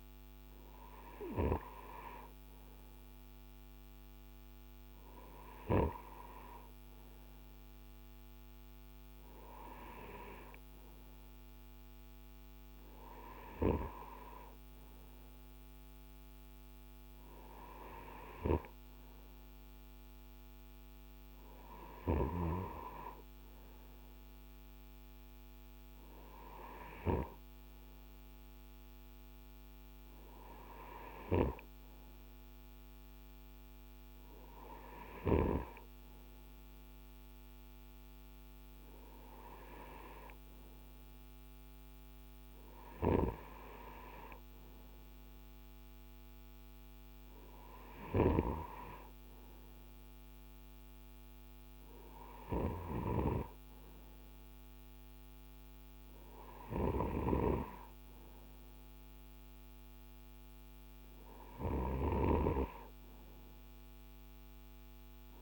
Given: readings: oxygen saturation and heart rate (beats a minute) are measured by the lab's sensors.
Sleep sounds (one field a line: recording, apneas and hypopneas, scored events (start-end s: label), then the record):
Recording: breathing in sleep by a microphone on the trachea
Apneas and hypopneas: none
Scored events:
none scored
From the record:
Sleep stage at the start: N2 (light sleep)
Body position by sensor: on the right side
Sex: male